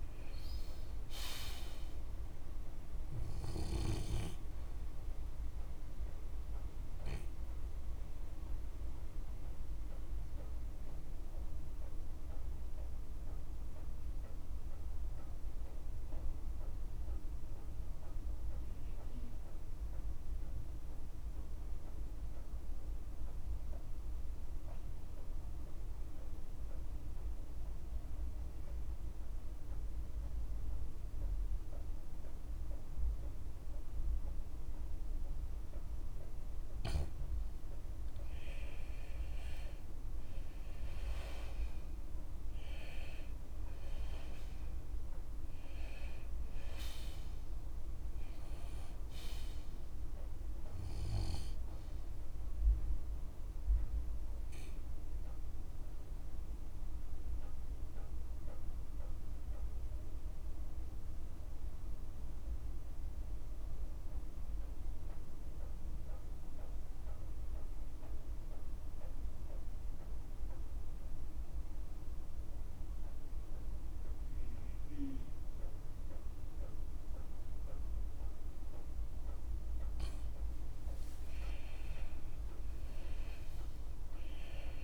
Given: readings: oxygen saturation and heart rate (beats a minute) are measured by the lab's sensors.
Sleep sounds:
breathing in sleep, hard to hear, by a room microphone; 2
0.00-27.00 s: oxygen desaturation (device-marked, oxygen 89% lowest, heart rate 44 extreme)
6.50-35.50 s: mixed apnea (oxygen 97% before, 89% lowest, heart rate 58 before, 44 extreme)
28.00-30.00 s: long interval between heartbeats (device-marked, heart rate 53 before, 94 extreme)
38.00-40.00 s: long interval between heartbeats (device-marked, heart rate 67 before, 54 extreme)
39.00-42.50 s: arousal
39.00-76.00 s: oxygen desaturation (device-marked, oxygen 97% before, 89% lowest, heart rate 67 before, 48 extreme)
44.50-46.50 s: long interval between heartbeats (device-marked, heart rate 66 before, 47 extreme)
48.50-50.50 s: long interval between heartbeats (device-marked, heart rate 65 before, 75 extreme)
54.50-79.00 s: mixed apnea (oxygen 97% before, 89% lowest, heart rate 59 before, 48 extreme, up 25 after)
82.00-84.00 s: long interval between heartbeats (device-marked, heart rate 52 before, 52 extreme)
83.00-84.83 s: arousal
From the record:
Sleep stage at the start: N2 (light sleep); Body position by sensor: on the left side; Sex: male

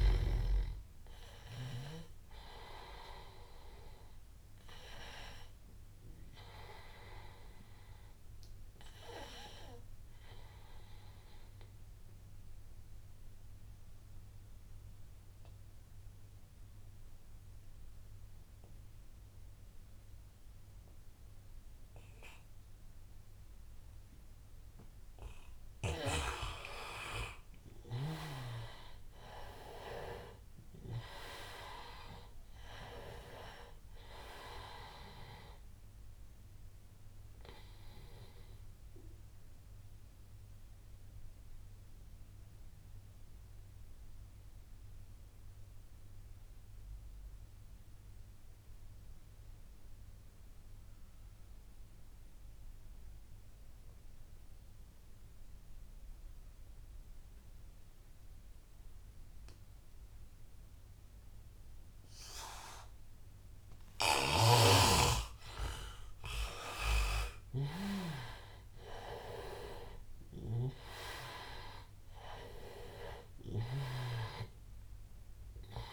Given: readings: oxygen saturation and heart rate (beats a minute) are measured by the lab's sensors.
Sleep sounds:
breathing in sleep by a room microphone; 2
0.00-15.00 s: oxygen desaturation (device-marked, oxygen 89% lowest, heart rate 83 extreme)
4.50-25.00 s: obstructive apnea (oxygen 98% before, 89% lowest, heart rate 87 before, 83 extreme, up 7 after)
28.00-31.50 s: arousal
30.00-48.00 s: oxygen desaturation (device-marked, oxygen 98% before, 91% lowest, heart rate 86 before, 76 extreme)
36.50-63.50 s: obstructive apnea (oxygen 99% before, 88% lowest, heart rate 87 before, 76 extreme, up 11 after)
62.00-75.93 s: oxygen desaturation (device-marked, oxygen 98% before, 88% lowest, heart rate 82 before, 76 extreme)
65.50-70.00 s: arousal
From the record:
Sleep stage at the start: N2 (light sleep); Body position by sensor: on the back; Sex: male

